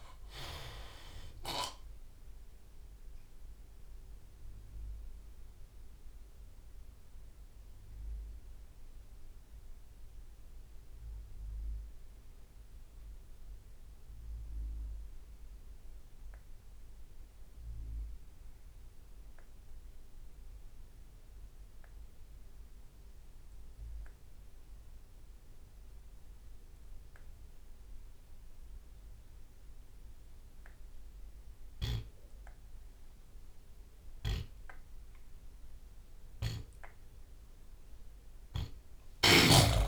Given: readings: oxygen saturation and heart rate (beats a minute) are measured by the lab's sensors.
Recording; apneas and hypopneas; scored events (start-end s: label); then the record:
breathing in sleep by a room microphone; 1
2.50-4.50 s: long interval between heartbeats (device-marked, heart rate 36 before, 46 extreme)
5.00-7.00 s: long interval between heartbeats (device-marked, heart rate 37 before, 32 extreme)
10.00-20.00 s: drop in pulse transit time (device-marked)
11.50-33.50 s: obstructive apnea (oxygen 98% before, 81% lowest)
16.00-18.00 s: long interval between heartbeats (device-marked)
19.00-29.00 s: oxygen desaturation (device-marked, oxygen 96% before, 81% lowest)
35.50-37.50 s: long interval between heartbeats (device-marked)
From the record:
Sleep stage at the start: N2 (light sleep); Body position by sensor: on the back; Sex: male